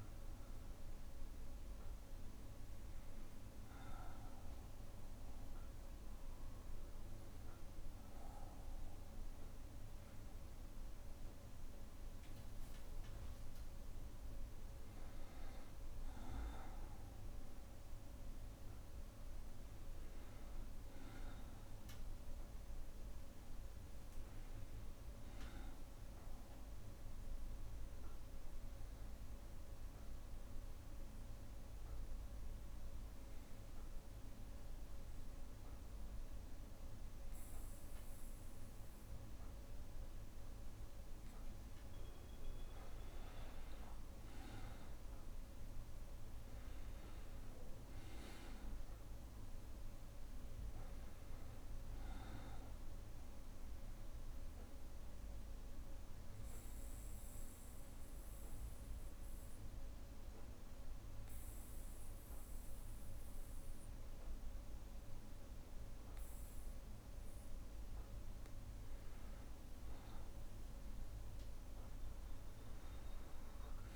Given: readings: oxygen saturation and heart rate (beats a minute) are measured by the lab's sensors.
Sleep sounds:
breathing in sleep, hard to hear, by a room microphone; 3
4.00-16.50 s: obstructive apnea (oxygen 98% before, 93% lowest, heart rate 63 before, 61 extreme, up 1 after)
19.00-23.00 s: arousal
27.00-41.00 s: obstructive apnea (oxygen 97% before, 93% lowest, heart rate 63 before, 60 extreme, up 2 after)
38.50-73.96 s: new sleep stage, N2 (light sleep)
44.00-48.00 s: arousal
48.50-65.50 s: oxygen desaturation (device-marked, oxygen 96% before, 93% lowest, heart rate 62 before, 60 extreme)
53.50-66.50 s: obstructive apnea (oxygen 96% before, 93% lowest, heart rate 62 before, 60 extreme, up 3 after)
69.00-73.96 s: arousal
From the record:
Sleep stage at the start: N1 (lightest sleep); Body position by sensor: on the back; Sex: male

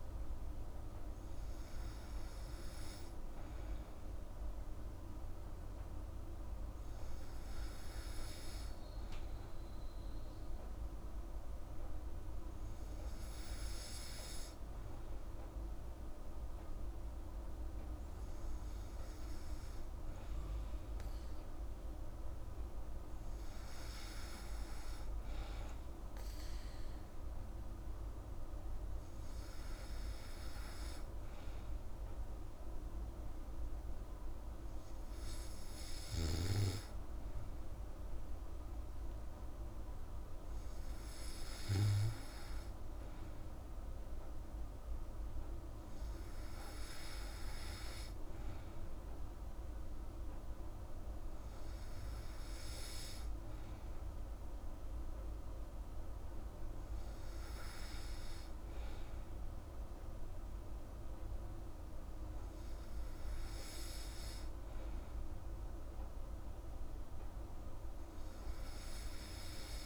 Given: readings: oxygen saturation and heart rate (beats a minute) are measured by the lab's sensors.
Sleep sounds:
breathing in sleep, hard to hear, by a room microphone; none
6.50-16.50 s: oxygen desaturation (device-marked, oxygen 98% before, 94% lowest, heart rate 119 before, 62 extreme)
From the record:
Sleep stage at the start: N2 (light sleep); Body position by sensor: on the back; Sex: female

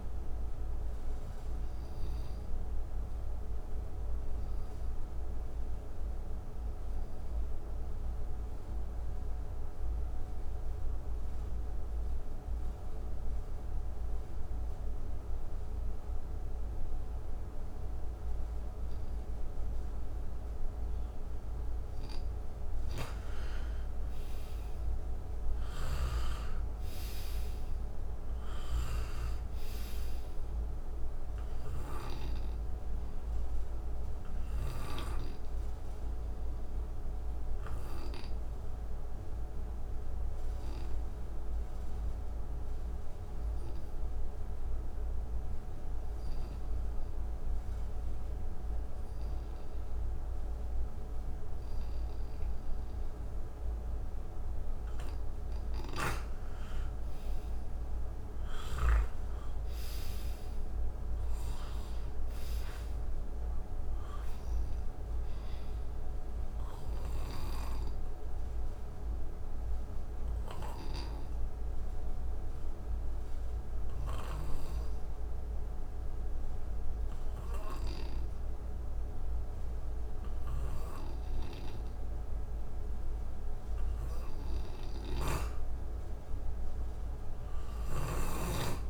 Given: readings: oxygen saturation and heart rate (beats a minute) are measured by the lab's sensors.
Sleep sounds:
breathing in sleep, hard to hear, by a room microphone; 3
0.00-13.00 s: oxygen desaturation (device-marked, oxygen 85% lowest, heart rate 61 extreme)
3.50-23.00 s: obstructive apnea (oxygen 96% before, 85% lowest, heart rate 70 before, 62 extreme, up 5 after)
25.00-28.00 s: arousal
25.00-45.00 s: oxygen desaturation (device-marked, oxygen 98% before, 85% lowest, heart rate 68 before, 62 extreme)
31.00-55.50 s: obstructive apnea (oxygen 98% before, 85% lowest, heart rate 68 before, 61 extreme, up 8 after)
57.00-78.00 s: oxygen desaturation (device-marked, oxygen 97% before, 86% lowest, heart rate 64 before, 61 extreme)
57.50-62.50 s: arousal
67.50-83.50 s: obstructive apnea (oxygen 97% before, 86% lowest, heart rate 67 before, 61 extreme, up 7 after)
87.00-88.90 s: arousal
From the record:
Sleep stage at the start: N2 (light sleep); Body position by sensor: on the right side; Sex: male

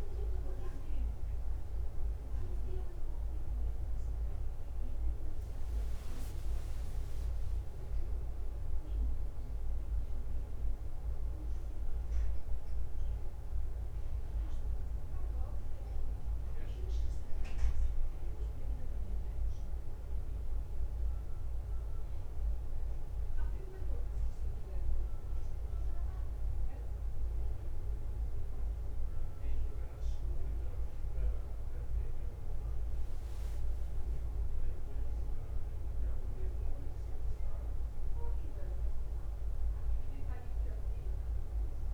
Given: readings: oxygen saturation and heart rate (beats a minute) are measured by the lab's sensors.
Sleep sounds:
breathing in sleep, hard to hear, by a room microphone; 1
0.50-7.50 s: bradycardia (device-marked, heart rate 56 before, 54 extreme)
13.00-25.00 s: hypopnea (oxygen 99% before, 96% lowest, heart rate 60 before, 51 extreme, up 6 after)
18.50-41.94 s: bradycardia (device-marked, heart rate 56 before, 51 extreme)
28.00-33.00 s: arousal
From the record:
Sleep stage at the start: N1 (lightest sleep); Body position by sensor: on the back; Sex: male

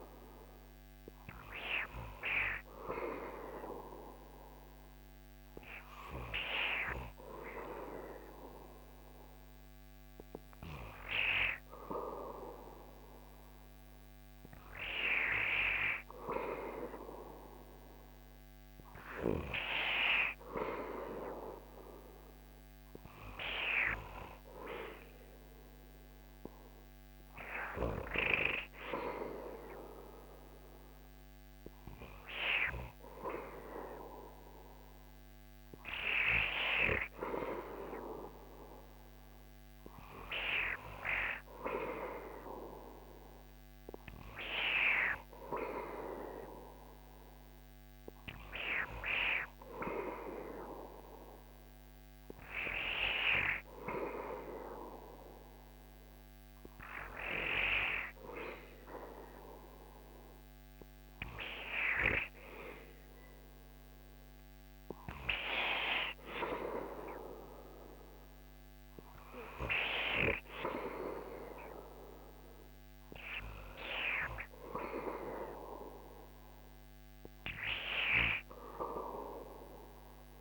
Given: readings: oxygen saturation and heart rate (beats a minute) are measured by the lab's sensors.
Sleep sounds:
breathing in sleep by a microphone on the trachea; none
none scored
From the record:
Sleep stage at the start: N2 (light sleep); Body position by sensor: on the back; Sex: male

